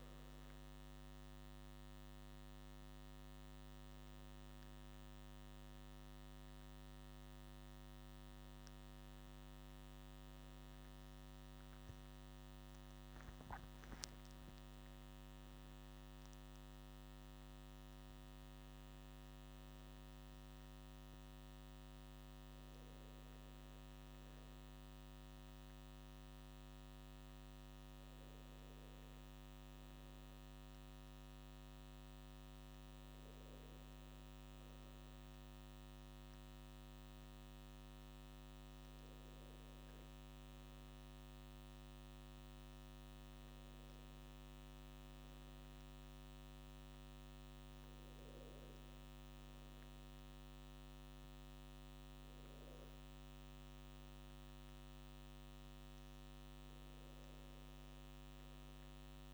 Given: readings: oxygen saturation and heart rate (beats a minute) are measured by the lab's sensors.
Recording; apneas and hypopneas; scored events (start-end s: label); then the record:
a person awake in a sleep study, hard to hear, by a microphone on the trachea; none
none scored
From the record:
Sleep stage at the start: awake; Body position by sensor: on the right side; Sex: male